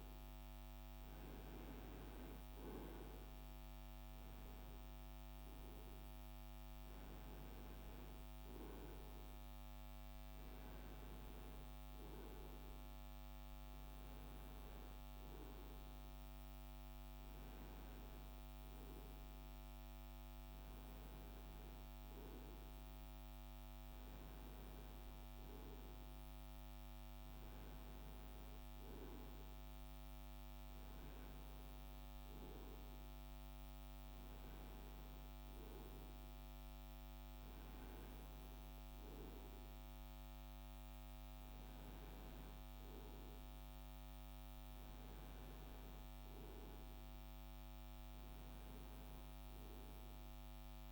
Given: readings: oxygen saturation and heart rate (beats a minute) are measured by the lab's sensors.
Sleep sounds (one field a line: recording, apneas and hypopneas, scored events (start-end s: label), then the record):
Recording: breathing in sleep, hard to hear, by a microphone on the trachea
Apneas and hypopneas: none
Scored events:
none scored
From the record:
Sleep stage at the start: N2 (light sleep)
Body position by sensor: on the right side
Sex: male